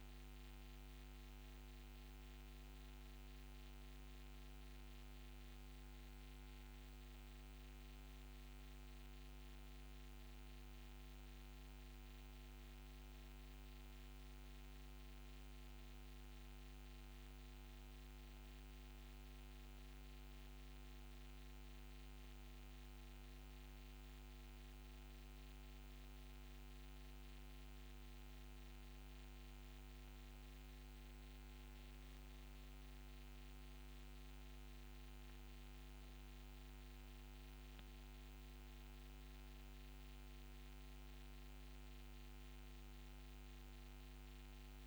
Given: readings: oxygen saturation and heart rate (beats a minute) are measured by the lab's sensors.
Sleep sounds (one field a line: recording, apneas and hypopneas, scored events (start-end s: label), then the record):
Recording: breathing in sleep, hard to hear, by a microphone on the trachea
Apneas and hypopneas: none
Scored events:
none scored
From the record:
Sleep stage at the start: N1 (lightest sleep)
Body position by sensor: on the back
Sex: female